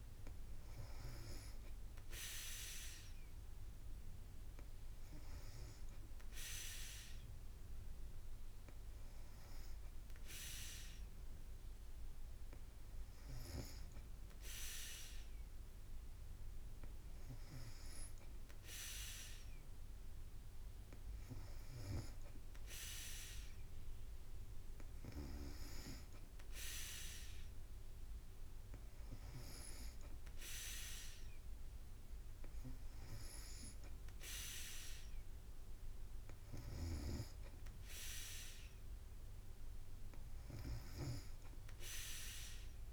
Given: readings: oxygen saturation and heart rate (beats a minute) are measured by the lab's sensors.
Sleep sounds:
breathing in sleep by a room microphone; none
none scored
From the record:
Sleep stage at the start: N2 (light sleep); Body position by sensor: on the back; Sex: female

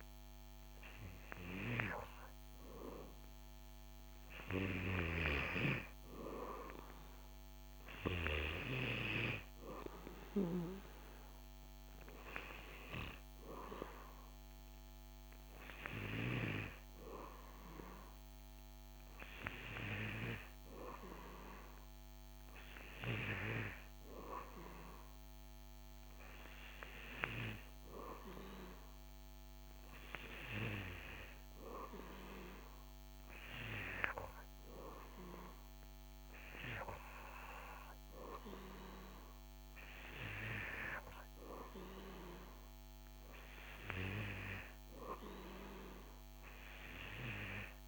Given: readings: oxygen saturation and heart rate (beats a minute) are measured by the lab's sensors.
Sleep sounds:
breathing in sleep by a microphone on the trachea; none
none scored
From the record:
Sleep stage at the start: N2 (light sleep); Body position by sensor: on the back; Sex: male

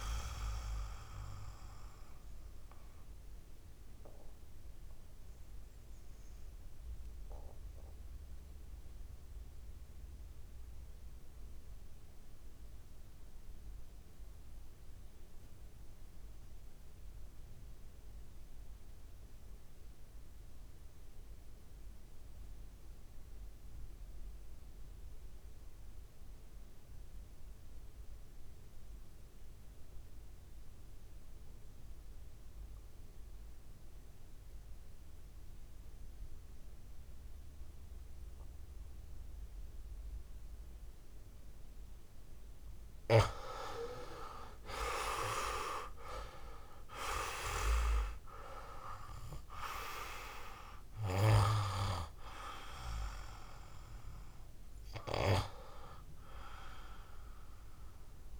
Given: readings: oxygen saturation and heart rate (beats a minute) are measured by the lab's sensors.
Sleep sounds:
breathing in sleep by a room microphone; 1
1.00-20.00 s: oxygen desaturation (device-marked, oxygen 95% before, 85% lowest, heart rate 56 before, 54 extreme)
2.00-40.50 s: obstructive apnea (oxygen 99% before, 85% lowest, heart rate 57 before, 49 extreme, up 4 after)
37.00-58.40 s: oxygen desaturation (device-marked, oxygen 99% before, 85% lowest, heart rate 58 before, 49 extreme)
43.00-47.00 s: arousal
From the record:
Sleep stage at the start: REM sleep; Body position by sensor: on the right side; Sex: male

